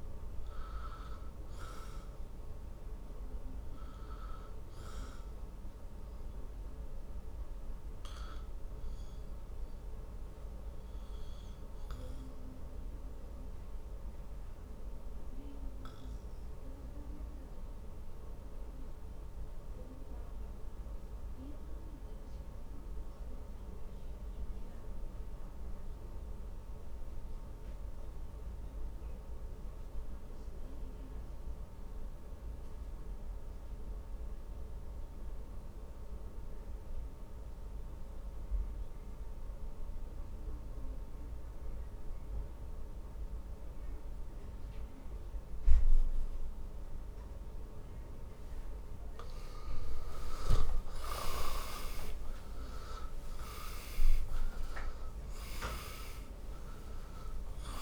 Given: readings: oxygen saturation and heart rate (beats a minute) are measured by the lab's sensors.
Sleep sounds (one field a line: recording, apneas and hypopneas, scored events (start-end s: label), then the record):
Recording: breathing in sleep by a room microphone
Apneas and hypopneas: 1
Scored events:
0.00-37.00 s: oxygen desaturation (device-marked, oxygen 73% lowest, heart rate 49 extreme)
8.00-47.50 s: obstructive apnea (oxygen 99% before, 73% lowest, heart rate 66 before, 46 extreme, up 54 after)
49.50-53.50 s: arousal
From the record:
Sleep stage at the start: N2 (light sleep)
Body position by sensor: on the back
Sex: male